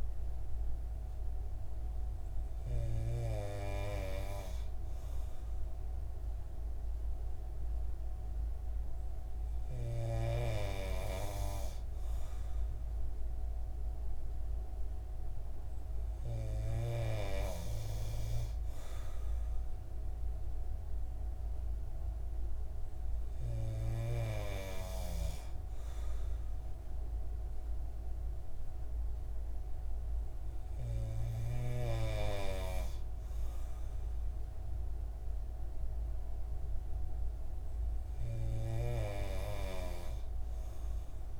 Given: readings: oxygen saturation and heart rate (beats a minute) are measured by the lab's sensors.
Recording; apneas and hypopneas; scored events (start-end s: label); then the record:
breathing in sleep by a room microphone; none
none scored
From the record:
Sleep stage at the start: N3 (deep sleep); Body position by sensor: on the right side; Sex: male